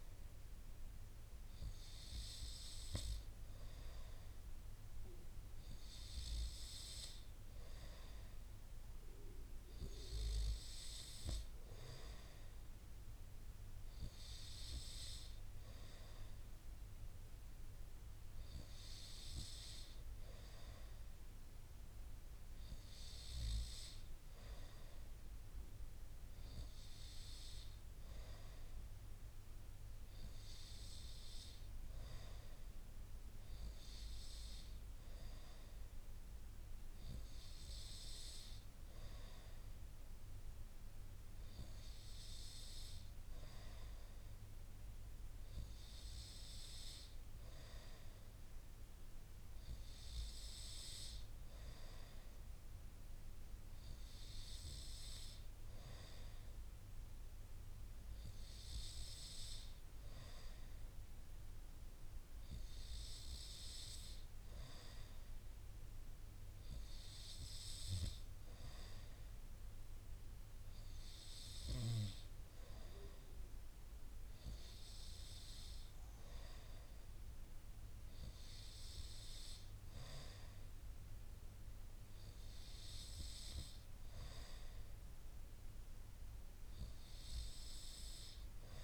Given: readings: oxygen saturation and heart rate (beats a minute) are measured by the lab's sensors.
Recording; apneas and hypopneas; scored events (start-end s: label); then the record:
breathing in sleep by a room microphone; none
none scored
From the record:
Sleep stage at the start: N2 (light sleep); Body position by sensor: on the right side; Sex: male